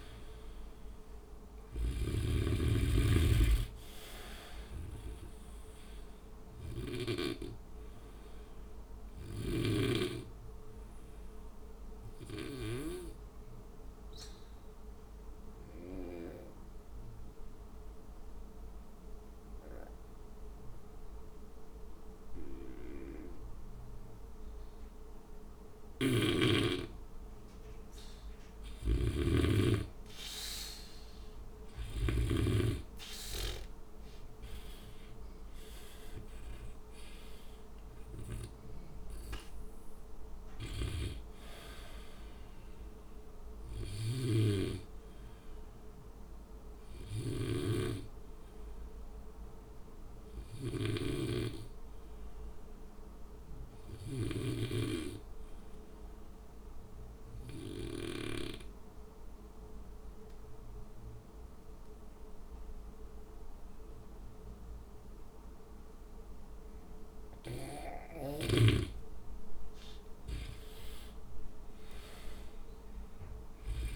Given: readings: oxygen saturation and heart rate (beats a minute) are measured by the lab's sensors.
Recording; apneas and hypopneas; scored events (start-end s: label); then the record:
breathing in sleep by a room microphone; 2
0.00-2.00 s: snoring (device-marked)
0.00-3.50 s: oxygen desaturation (device-marked, oxygen 92% lowest, heart rate 58 extreme)
2.00-6.00 s: arousal
10.50-25.50 s: oxygen desaturation (device-marked, oxygen 96% before, 93% lowest, heart rate 60 before, 54 extreme)
10.50-26.00 s: obstructive apnea (oxygen 96% before, 92% lowest, heart rate 60 before, 54 extreme, up 4 after)
28.50-32.50 s: snoring (device-marked)
35.00-38.50 s: arousal
38.50-58.50 s: oxygen desaturation (device-marked, oxygen 96% before, 92% lowest, heart rate 61 before, 54 extreme)
55.50-68.00 s: obstructive apnea (oxygen 97% before, 92% lowest, heart rate 61 before, 58 extreme, up 7 after)
68.50-73.95 s: oxygen desaturation (device-marked, oxygen 97% before, 92% lowest, heart rate 57 before, 56 extreme)
70.00-73.00 s: arousal
From the record:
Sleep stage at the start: N2 (light sleep); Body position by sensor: on the back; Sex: male